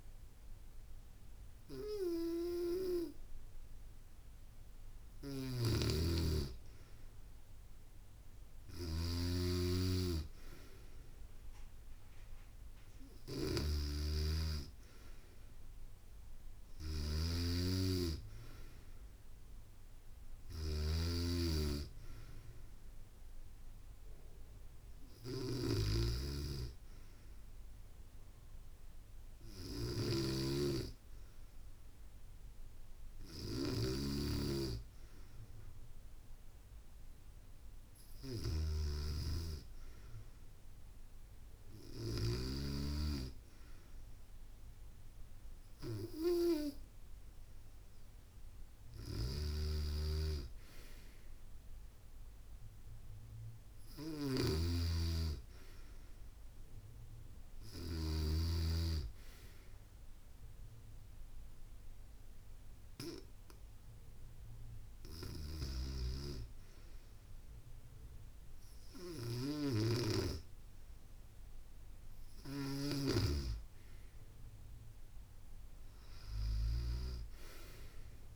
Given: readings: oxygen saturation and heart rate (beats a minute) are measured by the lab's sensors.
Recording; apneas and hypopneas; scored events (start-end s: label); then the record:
breathing in sleep by a room microphone; none
4.50-33.50 s: snoring (device-marked)
41.50-78.35 s: new sleep stage, REM sleep
49.00-57.50 s: snoring (device-marked)
68.50-72.00 s: snoring (device-marked)
From the record:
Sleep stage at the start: N2 (light sleep); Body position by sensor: on the back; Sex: female